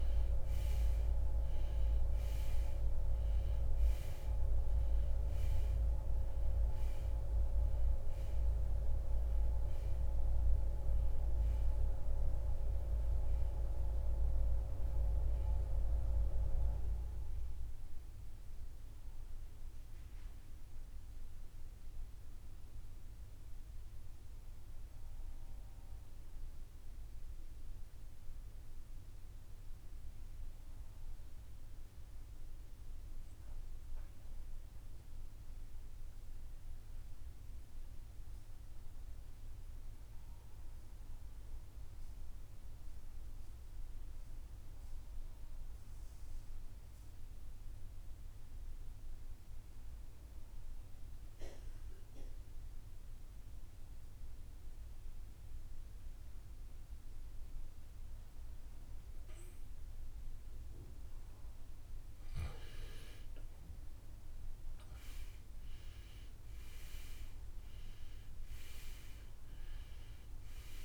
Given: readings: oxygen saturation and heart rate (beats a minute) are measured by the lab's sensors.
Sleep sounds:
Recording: breathing in sleep by a room microphone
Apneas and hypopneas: 1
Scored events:
0.00-39.00 s: oxygen desaturation (device-marked, oxygen 77% lowest, heart rate 51 extreme)
25.00-70.85 s: new sleep stage, N2 (light sleep)
25.50-28.50 s: arousal
32.50-62.00 s: obstructive apnea (oxygen 90% before, 78% lowest, heart rate 80 before, 50 extreme, up 8 after)
63.50-67.50 s: arousal
64.00-70.85 s: oxygen desaturation (device-marked, oxygen 96% before, 78% lowest, heart rate 60 before, 53 extreme)
From the record:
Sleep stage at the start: N1 (lightest sleep)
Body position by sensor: on the right side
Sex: male

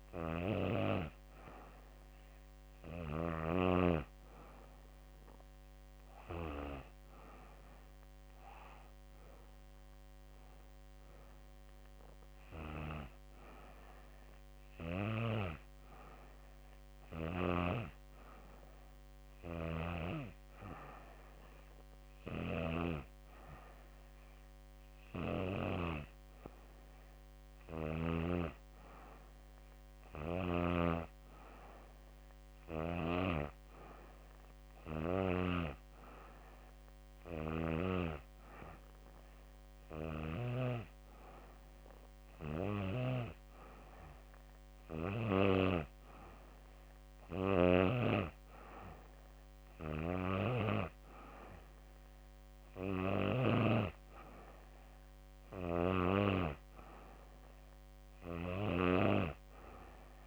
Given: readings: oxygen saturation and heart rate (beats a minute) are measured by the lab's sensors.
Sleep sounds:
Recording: breathing in sleep by a microphone on the trachea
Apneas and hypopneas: none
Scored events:
none scored
From the record:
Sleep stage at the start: N2 (light sleep)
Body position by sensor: on the back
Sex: female

